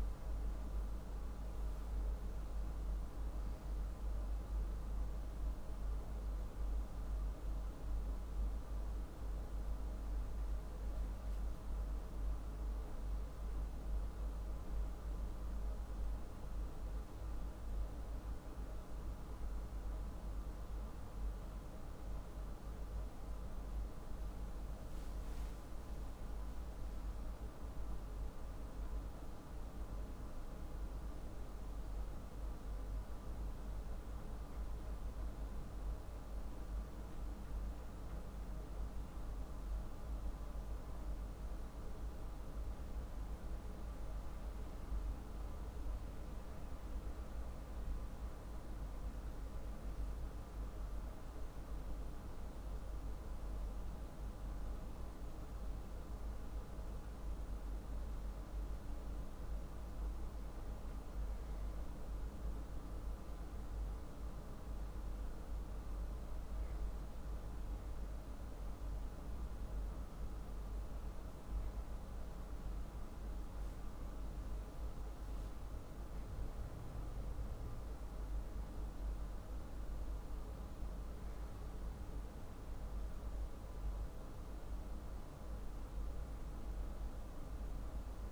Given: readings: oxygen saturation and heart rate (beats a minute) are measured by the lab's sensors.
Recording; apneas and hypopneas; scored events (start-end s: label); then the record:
breathing in sleep, hard to hear, by a room microphone; none
none scored
From the record:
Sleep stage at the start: N2 (light sleep); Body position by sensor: on the back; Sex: male